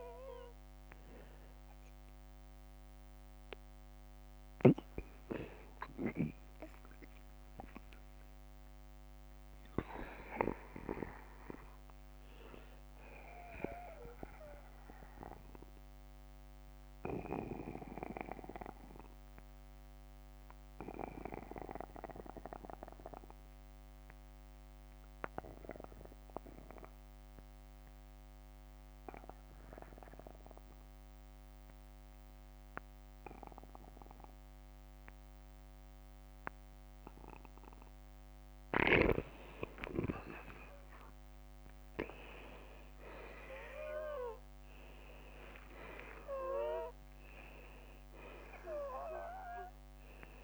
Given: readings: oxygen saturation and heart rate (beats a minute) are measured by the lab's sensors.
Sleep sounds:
breathing in sleep by a microphone on the trachea; 1
6.50-11.50 s: arousal
8.50-25.50 s: oxygen desaturation (device-marked, oxygen 92% before, 84% lowest, heart rate 61 before, 45 extreme)
20.00-37.50 s: obstructive apnea (oxygen 93% before, 82% lowest, heart rate 67 before, 45 extreme, up 14 after)
22.00-24.00 s: long interval between heartbeats (device-marked, heart rate 66 before, 59 extreme)
26.50-28.50 s: long interval between heartbeats (device-marked, heart rate 64 before, 54 extreme)
36.50-38.50 s: long interval between heartbeats (device-marked, heart rate 55 before, 57 extreme)
39.50-44.50 s: arousal
43.50-50.44 s: oxygen desaturation (device-marked, oxygen 97% before, 82% lowest, heart rate 54 before, 45 extreme)
From the record:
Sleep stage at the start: N2 (light sleep); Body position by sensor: on the back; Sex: male

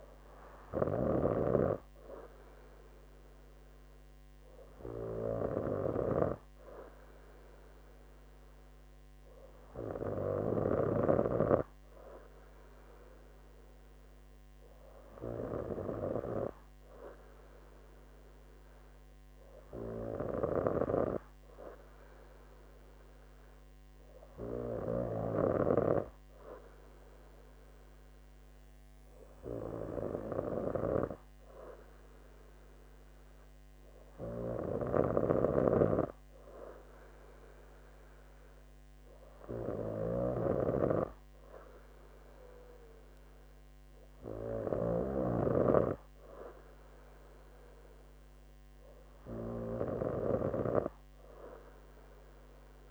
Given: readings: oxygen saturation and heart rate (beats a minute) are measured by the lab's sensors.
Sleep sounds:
breathing in sleep by a microphone on the trachea; none
none scored
From the record:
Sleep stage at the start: N2 (light sleep); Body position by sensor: on the right side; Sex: female

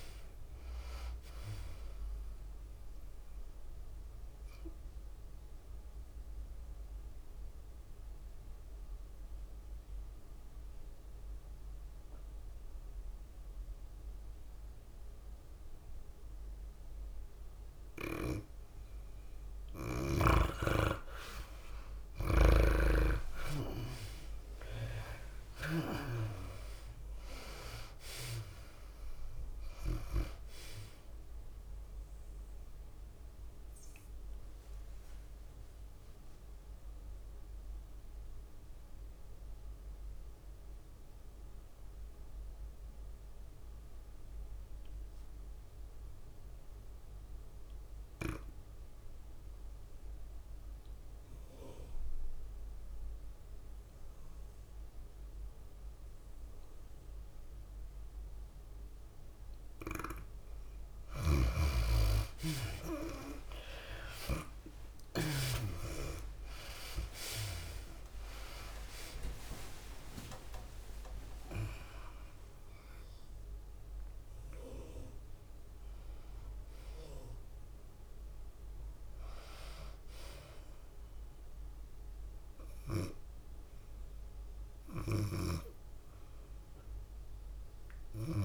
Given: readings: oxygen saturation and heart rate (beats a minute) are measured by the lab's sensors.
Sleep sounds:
breathing in sleep by a room microphone; 2
0.00-1.00 s: arousal
0.00-12.50 s: drop in pulse transit time (device-marked, heart rate 98 extreme)
0.00-12.50 s: tachycardia (device-marked, heart rate 107 extreme)
0.00-14.50 s: oxygen desaturation (device-marked, oxygen 74% lowest, heart rate 93 extreme)
4.50-18.00 s: mixed apnea (oxygen 98% before, 74% lowest, heart rate 98 before, 99 extreme, up 3 after)
20.00-23.50 s: arousal
20.50-40.50 s: tachycardia (device-marked, heart rate 100 before, 105 extreme)
26.50-45.50 s: oxygen desaturation (device-marked, oxygen 98% before, 83% lowest, heart rate 102 before, 93 extreme)
28.50-42.50 s: drop in pulse transit time (device-marked, heart rate 102 before, 102 extreme)
34.00-60.50 s: mixed apnea (oxygen 98% before, 73% lowest, heart rate 102 before, 93 extreme, up 6 after)
52.50-88.45 s: oxygen desaturation (device-marked, oxygen 98% before, 73% lowest, heart rate 101 before, 93 extreme)
57.00-59.00 s: long interval between heartbeats (device-marked, heart rate 100 before, 97 extreme)
63.50-88.45 s: tachycardia (device-marked, heart rate 100 before, 137 extreme)
66.00-70.50 s: arousal
66.50-81.50 s: drop in pulse transit time (device-marked, heart rate 97 before, 101 extreme)
71.00-73.00 s: long interval between heartbeats (device-marked, heart rate 98 before, 132 extreme)
From the record:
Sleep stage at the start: N2 (light sleep); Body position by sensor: on the back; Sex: female

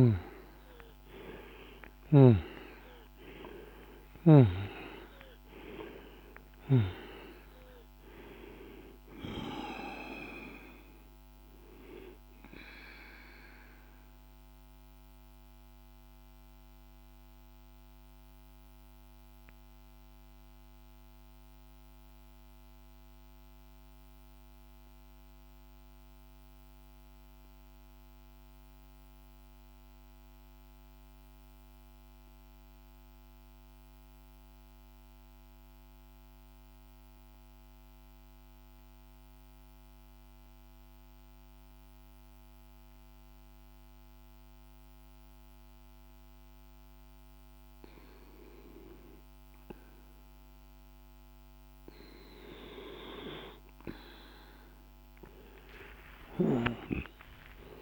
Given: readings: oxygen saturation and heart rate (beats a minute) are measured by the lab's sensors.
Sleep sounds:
breathing in sleep by a microphone on the trachea; 1
0.00-1.50 s: arousal
0.00-24.00 s: oxygen desaturation (device-marked, oxygen 84% lowest, heart rate 46 extreme)
1.00-6.00 s: snoring (device-marked)
13.50-52.00 s: mixed apnea (oxygen 98% before, 84% lowest, heart rate 55 before, 47 extreme)
43.00-57.82 s: oxygen desaturation (device-marked, oxygen 99% before, 89% lowest, heart rate 49 before, 46 extreme)
54.50-57.82 s: arousal
From the record:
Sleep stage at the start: N2 (light sleep); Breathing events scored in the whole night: 321 in 7.1 hours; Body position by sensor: on the back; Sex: male

